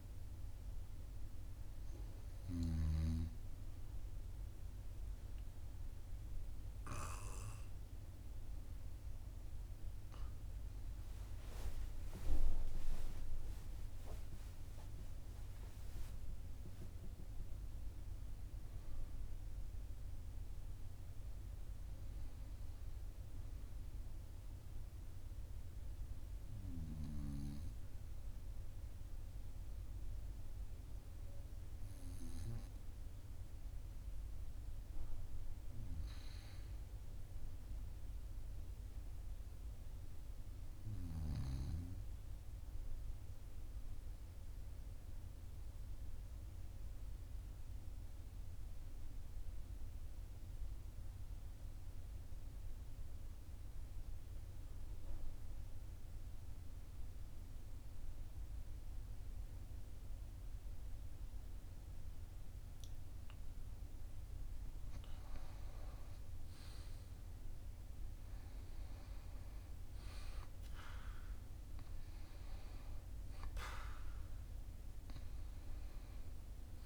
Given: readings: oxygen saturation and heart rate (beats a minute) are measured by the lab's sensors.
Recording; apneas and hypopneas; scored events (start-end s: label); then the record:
breathing in sleep by a room microphone; 1
0.00-12.00 s: oxygen desaturation (device-marked, oxygen 91% lowest, heart rate 41 extreme)
14.50-18.50 s: arousal
45.00-65.00 s: obstructive apnea (oxygen 99% before, 90% lowest, heart rate 42 before, 41 extreme, up 2 after)
51.00-76.86 s: oxygen desaturation (device-marked, oxygen 98% before, 90% lowest, heart rate 42 before, 42 extreme)
66.00-70.50 s: arousal
From the record:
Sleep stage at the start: N2 (light sleep); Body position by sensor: on the right side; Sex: male